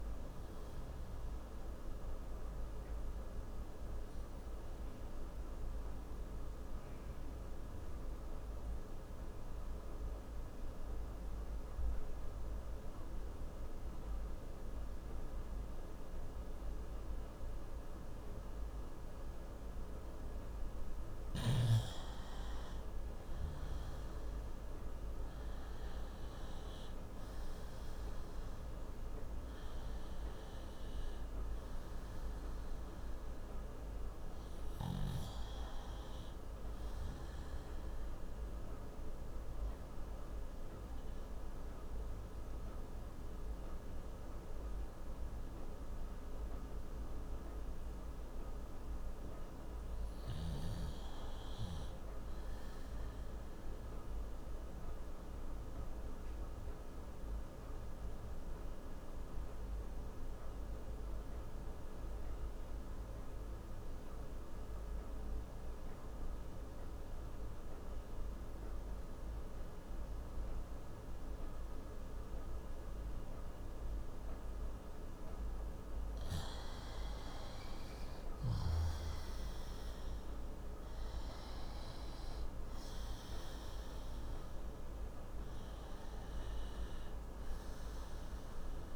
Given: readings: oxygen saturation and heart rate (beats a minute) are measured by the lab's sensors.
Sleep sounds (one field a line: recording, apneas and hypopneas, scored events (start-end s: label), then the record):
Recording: breathing in sleep, hard to hear, by a room microphone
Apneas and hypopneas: 3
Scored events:
0.00-13.00 s: oxygen desaturation (device-marked, oxygen 92% lowest)
3.00-21.50 s: obstructive apnea (oxygen 96% before, 91% lowest)
23.00-53.00 s: oxygen desaturation (device-marked, oxygen 96% before, 91% lowest)
23.50-27.50 s: arousal
37.50-48.50 s: obstructive apnea (oxygen 96% before, 89% lowest)
49.50-52.00 s: arousal
56.00-75.00 s: obstructive apnea (oxygen 97% before, 89% lowest)
77.00-80.50 s: arousal
78.00-88.95 s: oxygen desaturation (device-marked, oxygen 95% before, 89% lowest)
From the record:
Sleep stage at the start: N2 (light sleep)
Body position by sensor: on the left side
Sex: male